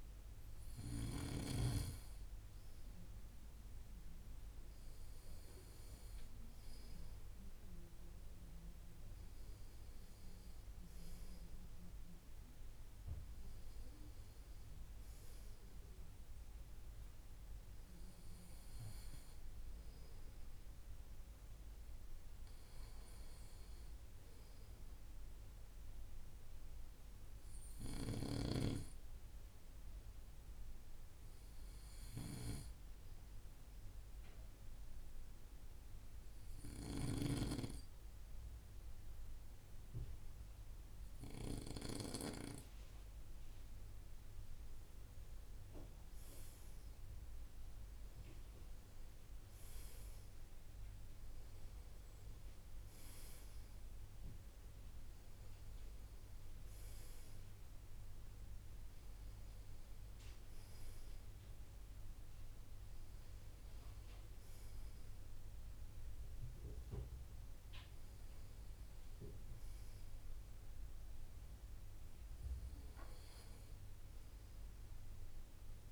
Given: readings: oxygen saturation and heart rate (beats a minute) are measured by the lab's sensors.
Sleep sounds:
breathing in sleep by a room microphone; 1
33.00-44.50 s: obstructive apnea (oxygen 94% before, 90% lowest, heart rate 57 before, 56 extreme, up 3 after)
46.50-51.50 s: arousal
52.00-72.00 s: oxygen desaturation (device-marked, oxygen 93% before, 90% lowest, heart rate 59 before, 56 extreme)
From the record:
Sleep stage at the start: N2 (light sleep); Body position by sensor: on the right side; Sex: male

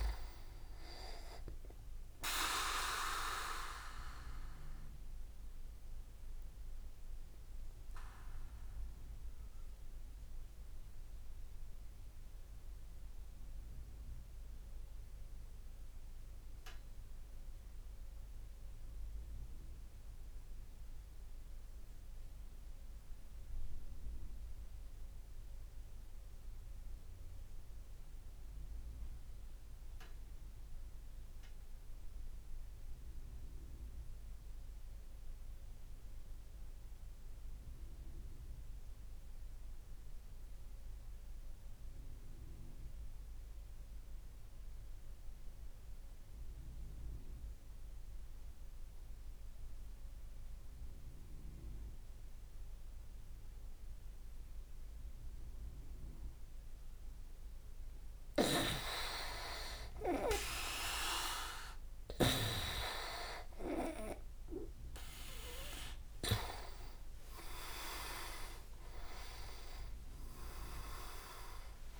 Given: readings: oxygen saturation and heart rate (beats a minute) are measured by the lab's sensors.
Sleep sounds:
breathing in sleep by a room microphone; 1
0.00-14.50 s: oxygen desaturation (device-marked, oxygen 91% lowest)
7.00-56.00 s: obstructive apnea (oxygen 97% before, 80% lowest)
20.50-36.50 s: oxygen desaturation (device-marked, oxygen 93% before, 88% lowest)
50.00-57.00 s: leg movement (device-marked)
53.50-72.00 s: oxygen desaturation (device-marked, oxygen 98% before, 81% lowest)
58.00-62.00 s: snoring (device-marked)
58.50-63.50 s: arousal
67.00-72.00 s: leg movement (device-marked)
From the record:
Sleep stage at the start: N2 (light sleep); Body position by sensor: on the back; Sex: male

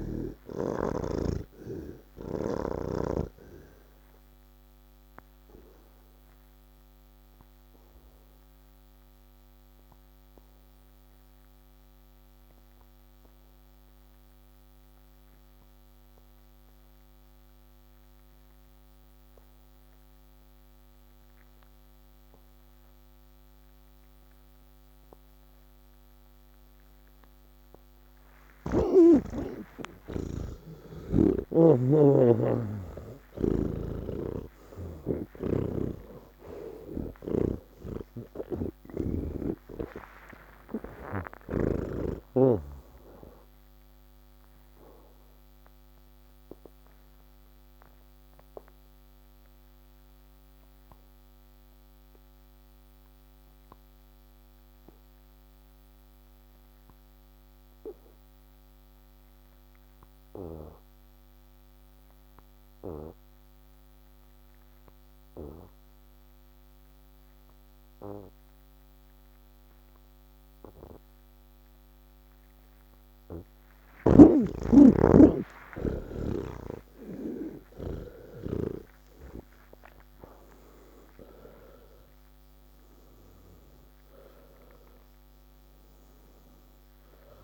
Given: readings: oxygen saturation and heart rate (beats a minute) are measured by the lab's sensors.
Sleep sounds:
breathing in sleep by a microphone on the trachea; 2
0.00-17.00 s: oxygen desaturation (device-marked, oxygen 79% lowest, heart rate 37 extreme)
5.50-29.00 s: obstructive apnea (oxygen 98% before, 79% lowest, heart rate 147 before, 37 extreme)
24.00-56.00 s: oxygen desaturation (device-marked, oxygen 97% before, 79% lowest, heart rate 129 before, 77 extreme)
33.50-37.50 s: snoring (device-marked)
35.00-87.44 s: new sleep stage, N1 (lightest sleep)
39.50-43.00 s: snoring (device-marked)
45.00-72.00 s: obstructive apnea (oxygen 97% before, 79% lowest, heart rate 143 before, 69 extreme, up 54 after)
62.00-87.44 s: oxygen desaturation (device-marked, oxygen 98% before, 79% lowest)
From the record:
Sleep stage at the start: N3 (deep sleep); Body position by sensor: on the back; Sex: male

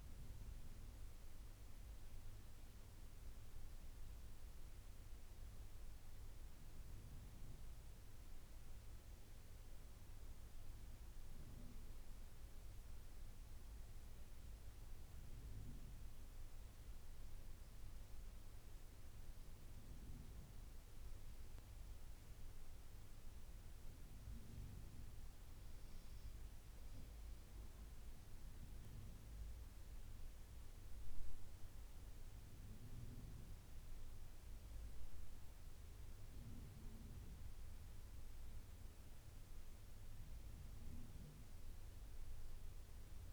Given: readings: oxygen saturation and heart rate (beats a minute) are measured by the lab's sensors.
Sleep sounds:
breathing in sleep, hard to hear, by a room microphone; 1
4.50-21.00 s: obstructive apnea (oxygen 95% before, 92% lowest, heart rate 74 before, 69 extreme, up 13 after)
23.50-43.33 s: oxygen desaturation (device-marked, oxygen 96% before, 92% lowest, heart rate 73 before, 69 extreme)
25.00-28.50 s: arousal
From the record:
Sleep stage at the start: N2 (light sleep); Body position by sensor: on the left side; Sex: male

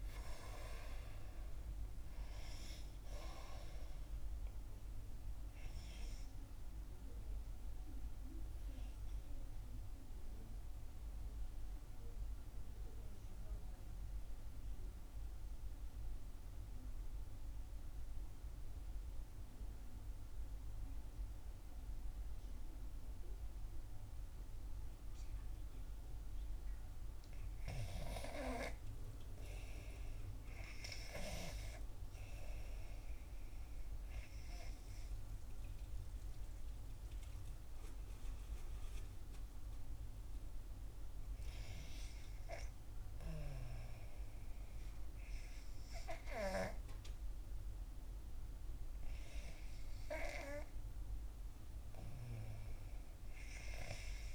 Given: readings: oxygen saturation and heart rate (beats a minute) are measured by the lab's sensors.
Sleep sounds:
breathing in sleep by a room microphone; 1
0.00-18.00 s: oxygen desaturation (device-marked, oxygen 84% lowest, heart rate 61 extreme)
6.50-26.00 s: obstructive apnea (oxygen 96% before, 83% lowest, heart rate 69 before, 61 extreme, up 4 after)
28.00-32.00 s: arousal
33.00-54.35 s: oxygen desaturation (device-marked, oxygen 97% before, 87% lowest, heart rate 64 before, 61 extreme)
40.50-42.50 s: long interval between heartbeats (device-marked, heart rate 66 before, 65 extreme)
From the record:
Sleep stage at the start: REM sleep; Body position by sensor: on the back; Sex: female

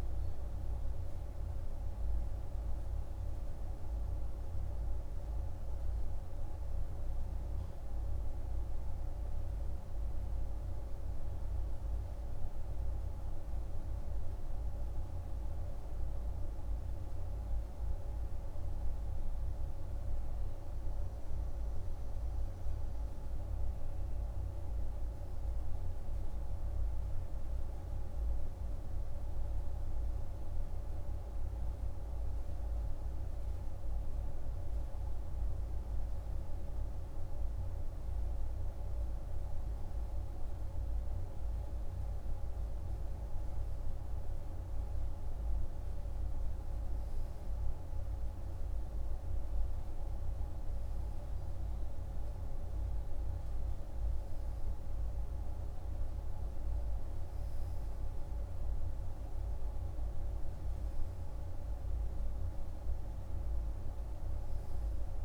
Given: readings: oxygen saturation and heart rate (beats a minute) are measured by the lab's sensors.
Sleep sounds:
breathing in sleep, hard to hear, by a room microphone; none
none scored
From the record:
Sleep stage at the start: N2 (light sleep); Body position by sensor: on the right side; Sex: male

